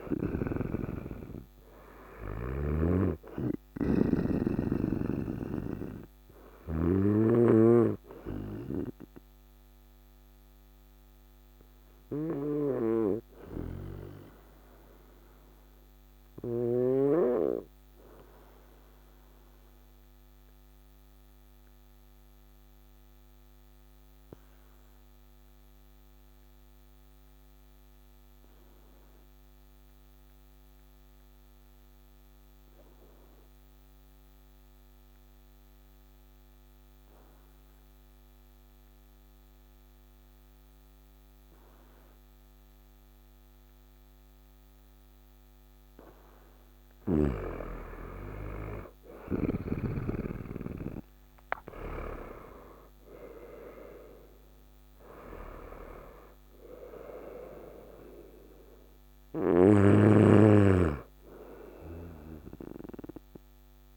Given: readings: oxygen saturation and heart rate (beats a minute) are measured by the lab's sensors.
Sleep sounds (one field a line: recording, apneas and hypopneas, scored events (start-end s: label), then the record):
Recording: breathing in sleep by a microphone on the trachea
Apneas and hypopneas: 1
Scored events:
2.00-6.50 s: snoring (device-marked)
8.00-45.00 s: obstructive apnea (oxygen 99% before, 91% lowest, heart rate 59 before, 54 extreme, up 11 after)
41.50-63.97 s: oxygen desaturation (device-marked, oxygen 99% before, 91% lowest, heart rate 55 before, 53 extreme)
47.00-52.00 s: arousal
59.00-63.97 s: snoring (device-marked)
From the record:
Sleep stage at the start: N2 (light sleep)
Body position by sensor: on the right side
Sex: male